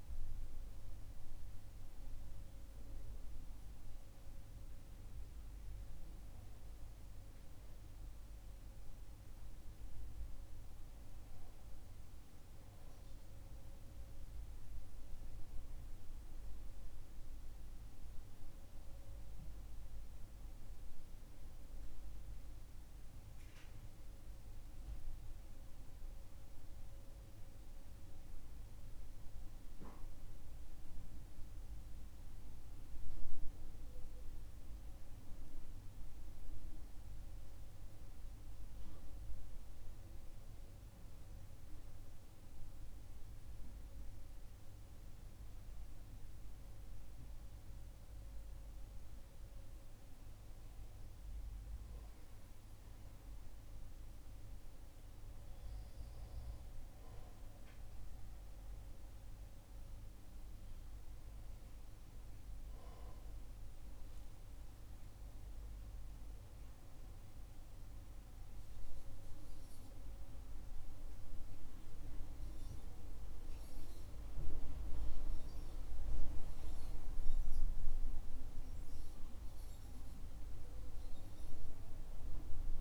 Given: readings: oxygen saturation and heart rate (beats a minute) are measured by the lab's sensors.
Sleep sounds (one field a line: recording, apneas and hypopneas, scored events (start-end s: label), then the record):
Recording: breathing in sleep by a room microphone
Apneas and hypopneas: none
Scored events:
25.00-29.00 s: arousal
From the record:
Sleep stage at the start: N1 (lightest sleep)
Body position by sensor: on the right side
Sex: male